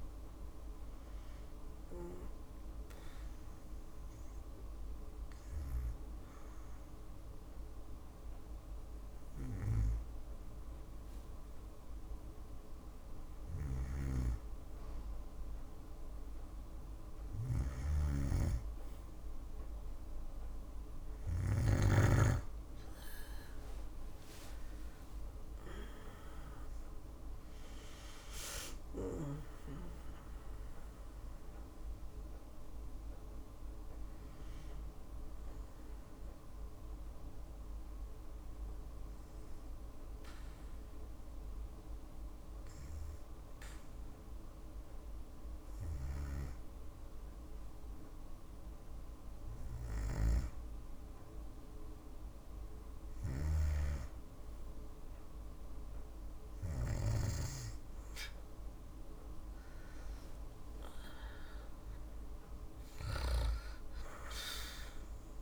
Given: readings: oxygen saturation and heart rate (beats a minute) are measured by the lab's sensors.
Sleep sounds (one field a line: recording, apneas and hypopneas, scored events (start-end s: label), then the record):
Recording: breathing in sleep by a room microphone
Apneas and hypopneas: 2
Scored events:
3.00-15.50 s: hypopnea (oxygen 97% before, 94% lowest, heart rate 111 before, 60 extreme, up 16 after)
17.00-21.50 s: snoring (device-marked)
22.00-26.50 s: arousal
22.00-46.00 s: oxygen desaturation (device-marked, oxygen 97% before, 94% lowest, heart rate 63 before, 60 extreme)
34.50-46.50 s: obstructive apnea (oxygen 97% before, 92% lowest, heart rate 72 before, 60 extreme, up 2 after)
48.50-51.50 s: arousal
From the record:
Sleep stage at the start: N2 (light sleep)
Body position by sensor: on the back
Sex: female